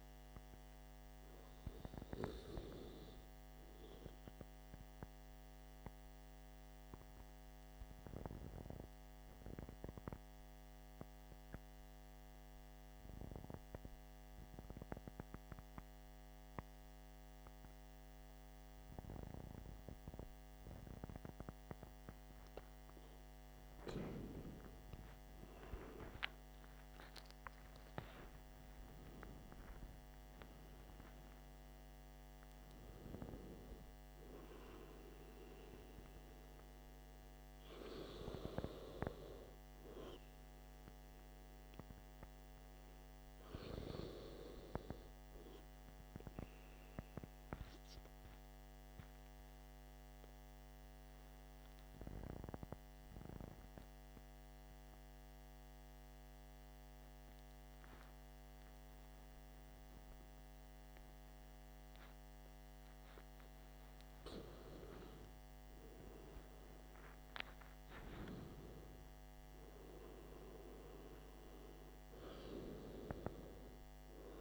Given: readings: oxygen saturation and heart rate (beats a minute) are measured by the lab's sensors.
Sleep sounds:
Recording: breathing in sleep by a microphone on the trachea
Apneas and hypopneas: 2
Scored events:
4.50-22.50 s: obstructive apnea (oxygen 95% before, 94% lowest, heart rate 59 before, 54 extreme, up 11 after)
26.00-31.50 s: arousal
47.00-64.50 s: obstructive apnea (oxygen 96% before, 94% lowest, heart rate 60 before, 51 extreme, up 9 after)
66.50-71.00 s: arousal
From the record:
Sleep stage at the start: N2 (light sleep)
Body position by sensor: on the back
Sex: male

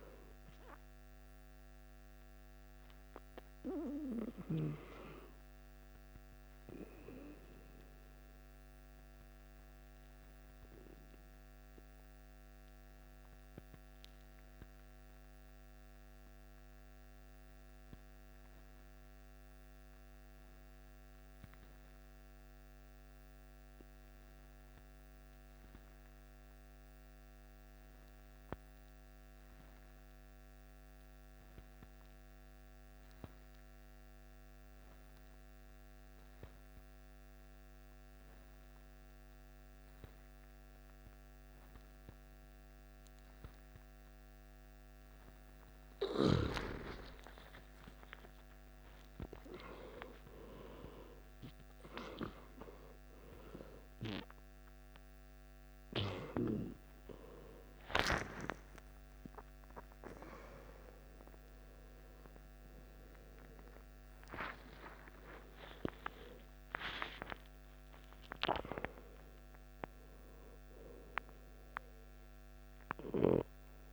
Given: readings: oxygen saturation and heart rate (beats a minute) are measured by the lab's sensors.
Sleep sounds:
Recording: breathing in sleep by a microphone on the trachea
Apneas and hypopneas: 1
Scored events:
0.00-22.50 s: oxygen desaturation (device-marked, oxygen 91% lowest, heart rate 52 extreme)
12.00-44.50 s: obstructive apnea (oxygen 96% before, 89% lowest, heart rate 64 before, 52 extreme, up 10 after)
38.50-55.50 s: oxygen desaturation (device-marked, oxygen 97% before, 92% lowest, heart rate 53 before, 54 extreme)
41.50-71.50 s: new sleep stage, N1 (lightest sleep)
57.50-73.93 s: oxygen desaturation (device-marked, oxygen 93% before, 89% lowest, heart rate 60 before, 51 extreme)
58.00-64.00 s: arousal
71.50-73.93 s: new sleep stage, N2 (light sleep)
From the record:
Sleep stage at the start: N2 (light sleep)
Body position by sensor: on the back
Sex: male

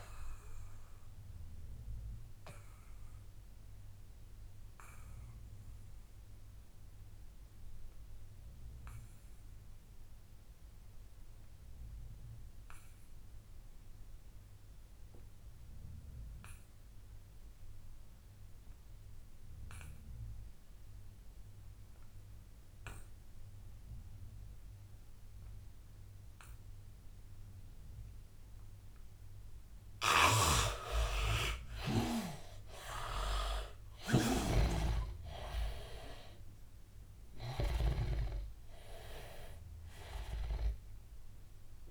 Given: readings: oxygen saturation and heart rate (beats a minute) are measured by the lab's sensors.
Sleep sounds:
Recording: breathing in sleep by a room microphone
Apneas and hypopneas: 1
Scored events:
0.00-14.50 s: oxygen desaturation (device-marked, oxygen 82% lowest, heart rate 76 extreme)
0.50-30.00 s: obstructive apnea (oxygen 99% before, 80% lowest, heart rate 88 before, 76 extreme, up 14 after)
28.50-41.91 s: oxygen desaturation (device-marked, oxygen 99% before, 80% lowest, heart rate 83 before, 85 extreme)
30.00-38.00 s: snoring (device-marked)
From the record:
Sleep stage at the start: N2 (light sleep)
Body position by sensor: on the back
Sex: male

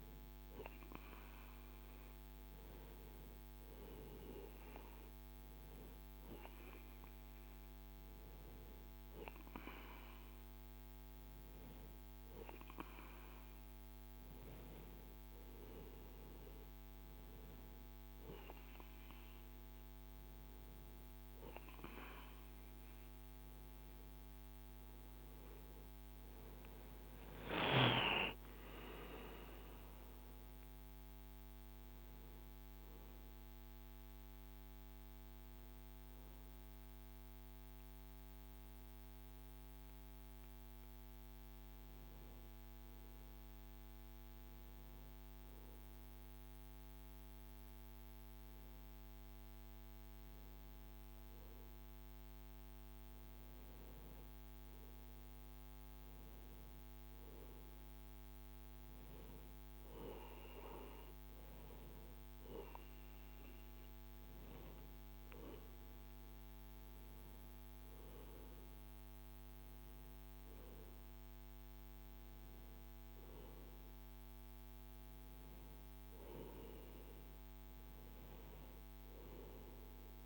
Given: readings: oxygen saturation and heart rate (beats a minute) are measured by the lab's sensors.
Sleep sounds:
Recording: breathing in sleep by a microphone on the trachea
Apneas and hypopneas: none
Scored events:
25.50-31.50 s: arousal
From the record:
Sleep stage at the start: N2 (light sleep)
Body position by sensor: on the right side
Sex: male

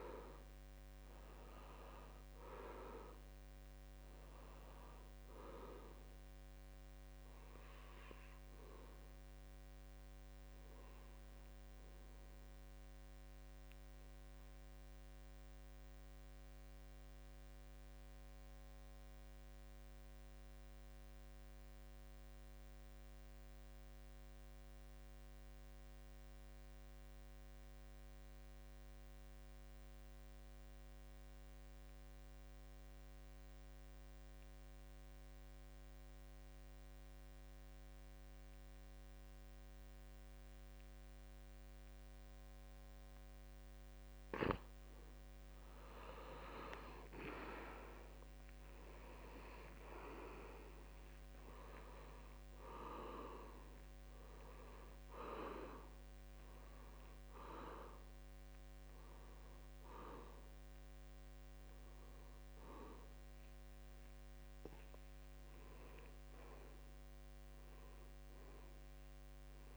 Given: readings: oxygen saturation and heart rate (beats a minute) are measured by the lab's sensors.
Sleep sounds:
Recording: breathing in sleep by a microphone on the trachea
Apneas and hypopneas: 1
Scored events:
0.00-19.00 s: oxygen desaturation (device-marked, oxygen 80% lowest, heart rate 66 extreme)
13.00-44.00 s: obstructive apnea (oxygen 92% before, 79% lowest, heart rate 73 before, 67 extreme, up 17 after)
37.00-69.00 s: oxygen desaturation (device-marked, oxygen 95% before, 79% lowest, heart rate 69 before, 68 extreme)
46.00-49.50 s: arousal
48.00-50.00 s: long interval between heartbeats (device-marked, heart rate 72 before, 81 extreme)
From the record:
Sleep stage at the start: N2 (light sleep)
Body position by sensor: on the back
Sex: male

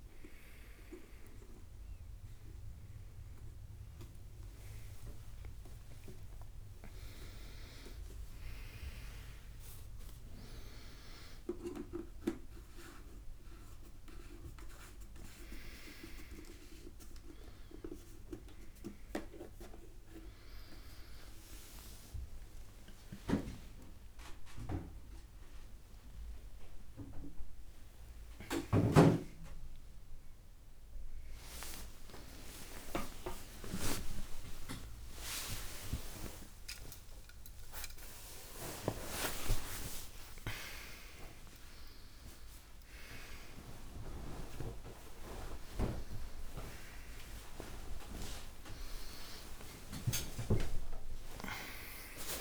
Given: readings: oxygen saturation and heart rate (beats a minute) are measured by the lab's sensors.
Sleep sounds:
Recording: a person awake in a sleep study, by a room microphone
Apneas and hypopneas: none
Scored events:
none scored
From the record:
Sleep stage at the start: awake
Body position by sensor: on the right side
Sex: male

